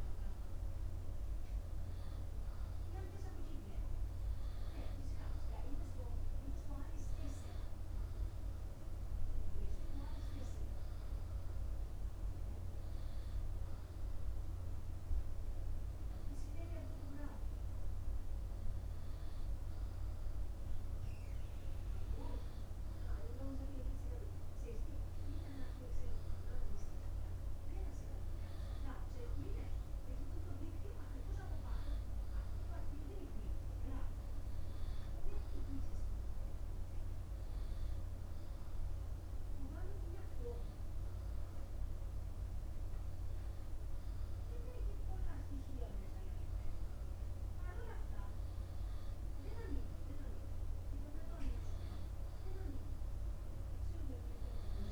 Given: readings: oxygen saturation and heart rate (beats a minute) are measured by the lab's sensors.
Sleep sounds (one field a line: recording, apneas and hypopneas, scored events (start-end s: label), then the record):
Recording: breathing in sleep by a room microphone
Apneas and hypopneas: none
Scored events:
none scored
From the record:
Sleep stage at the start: N2 (light sleep)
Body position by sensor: upright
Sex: male